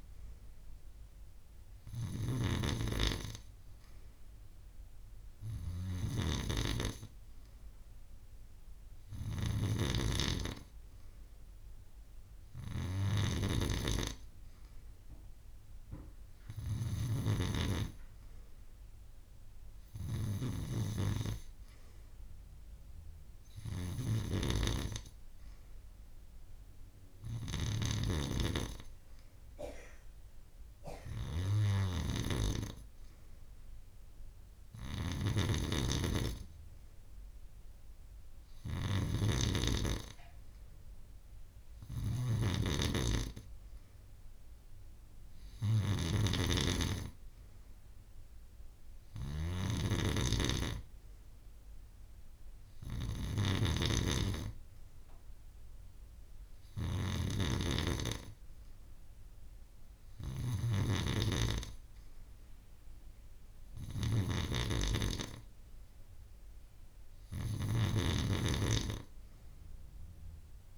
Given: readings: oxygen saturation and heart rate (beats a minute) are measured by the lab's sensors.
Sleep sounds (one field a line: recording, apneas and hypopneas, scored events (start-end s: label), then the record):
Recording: breathing in sleep by a room microphone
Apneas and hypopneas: none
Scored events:
none scored
From the record:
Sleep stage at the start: N3 (deep sleep)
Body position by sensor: on the back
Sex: female